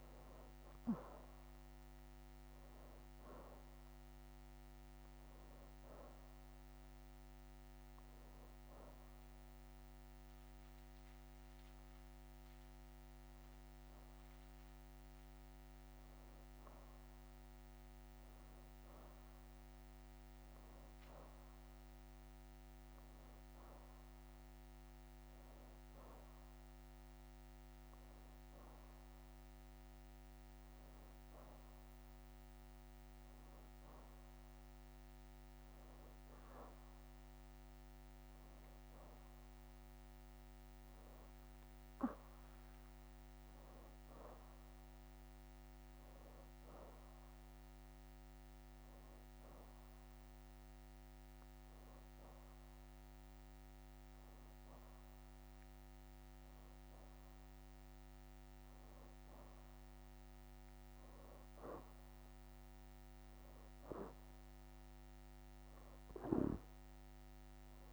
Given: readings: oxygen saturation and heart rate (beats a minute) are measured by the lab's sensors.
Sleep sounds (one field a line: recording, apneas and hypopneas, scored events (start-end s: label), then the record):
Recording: breathing in sleep, hard to hear, by a microphone on the trachea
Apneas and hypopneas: none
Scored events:
0.00-4.50 s: arousal
12.00-42.00 s: new sleep stage, N1 (lightest sleep)
34.00-38.00 s: leg movement (device-marked)
42.00-67.93 s: new sleep stage, N2 (light sleep)
57.00-60.50 s: leg movement (device-marked)
From the record:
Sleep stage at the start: N2 (light sleep)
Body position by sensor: on the back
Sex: female